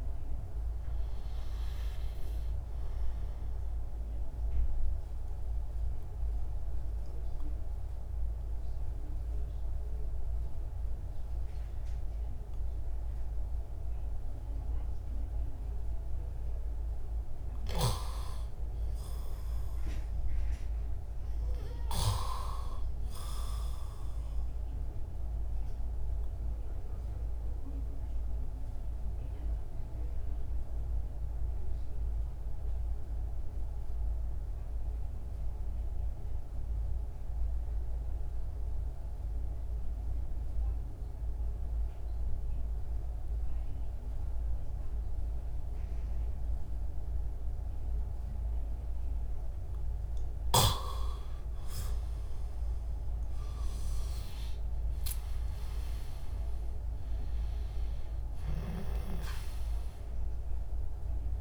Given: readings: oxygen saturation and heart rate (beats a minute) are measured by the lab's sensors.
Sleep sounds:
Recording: breathing in sleep by a room microphone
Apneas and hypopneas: 2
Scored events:
4.00-17.00 s: obstructive apnea (oxygen 98% before, 90% lowest, heart rate 62 before, 49 extreme, up 29 after)
19.50-23.00 s: arousal
27.00-49.00 s: obstructive apnea (oxygen 99% before, 90% lowest)
51.00-54.50 s: arousal
57.00-61.41 s: oxygen desaturation (device-marked, oxygen 98% before, 90% lowest)
From the record:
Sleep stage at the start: REM sleep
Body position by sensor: on the back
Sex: male

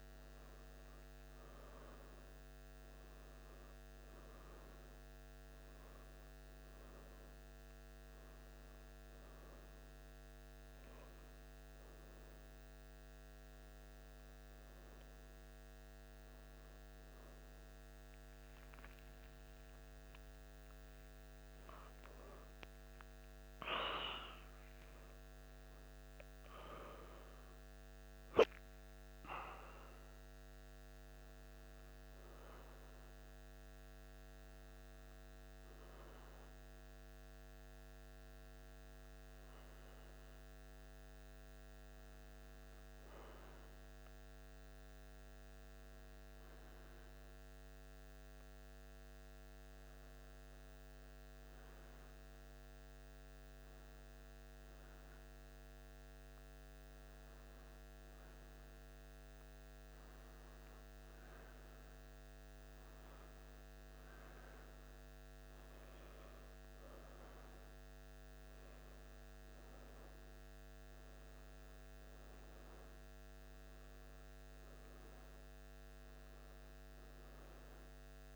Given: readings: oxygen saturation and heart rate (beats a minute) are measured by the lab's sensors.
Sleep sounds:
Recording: a person awake in a sleep study, hard to hear, by a microphone on the trachea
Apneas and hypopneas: none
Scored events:
42.50-78.36 s: new sleep stage, N1 (lightest sleep)
From the record:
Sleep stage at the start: awake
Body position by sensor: on the back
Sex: male

